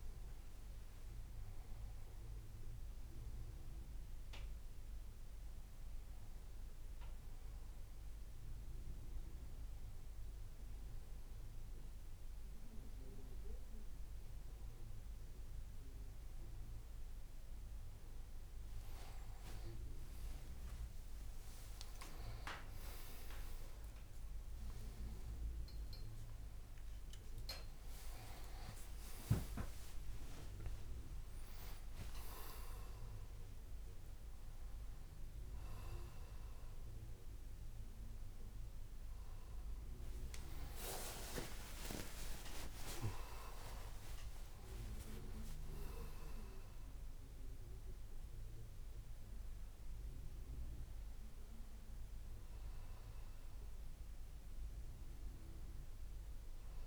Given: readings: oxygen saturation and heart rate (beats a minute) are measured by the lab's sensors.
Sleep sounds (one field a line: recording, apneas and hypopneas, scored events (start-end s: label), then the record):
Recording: a person awake in a sleep study, by a room microphone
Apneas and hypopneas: none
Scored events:
0.00-3.00 s: leg movement (device-marked)
16.50-19.50 s: tachycardia (device-marked)
20.50-26.50 s: leg movement (device-marked)
21.50-56.87 s: new sleep stage, awake
28.50-33.50 s: leg movement (device-marked)
41.50-47.00 s: leg movement (device-marked)
54.50-56.87 s: tachycardia (device-marked)
From the record:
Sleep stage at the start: N2 (light sleep)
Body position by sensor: on the back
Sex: male